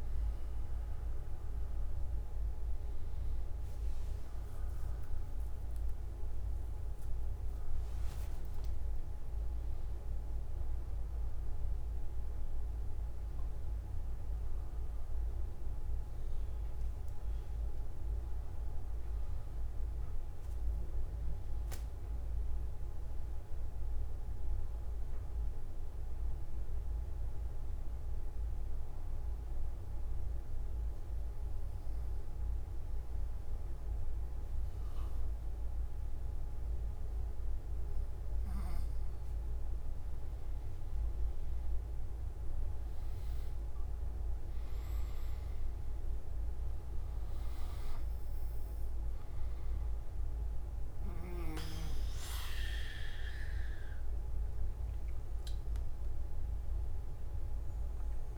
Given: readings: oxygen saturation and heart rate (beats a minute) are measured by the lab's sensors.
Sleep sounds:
breathing in sleep, hard to hear, by a room microphone; 1
3.00-18.00 s: oxygen desaturation (device-marked, oxygen 96% before, 93% lowest)
29.50-41.00 s: obstructive apnea (oxygen 99% before, 93% lowest)
50.00-58.38 s: oxygen desaturation (device-marked, oxygen 98% before, 93% lowest)
From the record:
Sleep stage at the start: N2 (light sleep); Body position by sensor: on the back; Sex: male

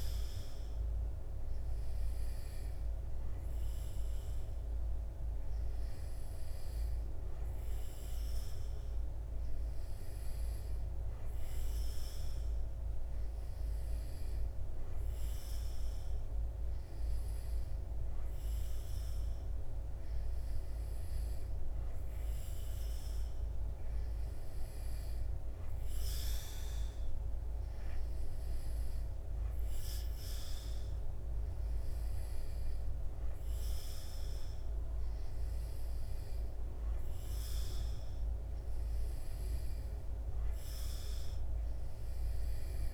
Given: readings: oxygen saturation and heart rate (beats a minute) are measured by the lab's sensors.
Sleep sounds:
breathing in sleep, hard to hear, by a room microphone; none
none scored
From the record:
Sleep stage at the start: N2 (light sleep); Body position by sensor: on the back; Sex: male

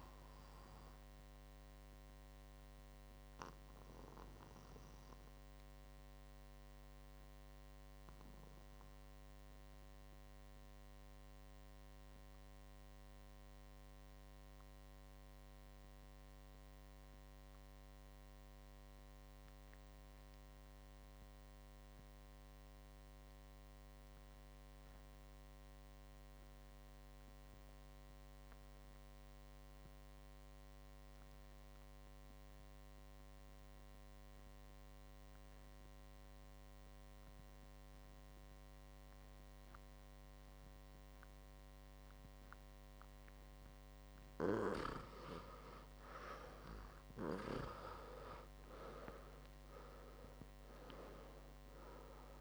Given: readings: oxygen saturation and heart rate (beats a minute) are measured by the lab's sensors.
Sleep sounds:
breathing in sleep by a microphone on the trachea; 1
0.00-16.00 s: oxygen desaturation (device-marked, oxygen 92% lowest, heart rate 48 extreme)
1.50-43.50 s: mixed apnea (oxygen 100% before, 89% lowest, heart rate 65 before, 43 extreme, up 3 after)
41.00-52.41 s: oxygen desaturation (device-marked, oxygen 96% before, 89% lowest, heart rate 53 before, 43 extreme)
46.50-50.00 s: arousal
From the record:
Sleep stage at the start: REM sleep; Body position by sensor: on the right side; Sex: male

